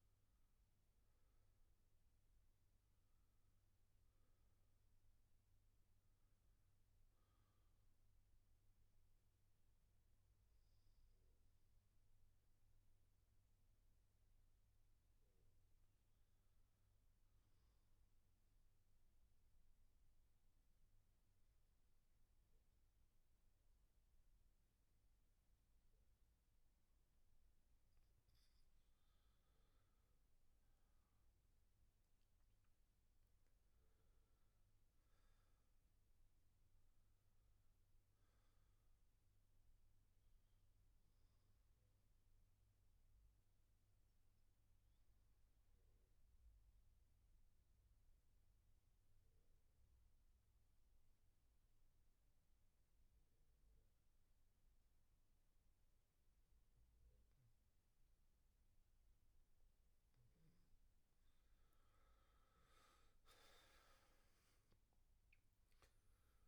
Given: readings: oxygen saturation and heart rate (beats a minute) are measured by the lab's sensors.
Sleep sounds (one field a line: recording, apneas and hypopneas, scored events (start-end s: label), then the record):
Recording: breathing in sleep, hard to hear, by a room microphone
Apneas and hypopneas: 2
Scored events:
0.00-8.50 s: oxygen desaturation (device-marked, oxygen 89% lowest, heart rate 63 extreme)
7.50-27.00 s: obstructive apnea (oxygen 98% before, 86% lowest, heart rate 69 before, 63 extreme, up 12 after)
27.50-49.50 s: oxygen desaturation (device-marked, oxygen 98% before, 92% lowest, heart rate 67 before, 64 extreme)
29.50-32.50 s: arousal
41.00-59.00 s: obstructive apnea (oxygen 98% before, 86% lowest, heart rate 69 before, 64 extreme, up 15 after)
57.50-66.48 s: oxygen desaturation (device-marked, oxygen 97% before, 86% lowest, heart rate 67 before, 61 extreme)
61.50-65.00 s: arousal
From the record:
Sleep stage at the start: N2 (light sleep)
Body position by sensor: on the back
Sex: male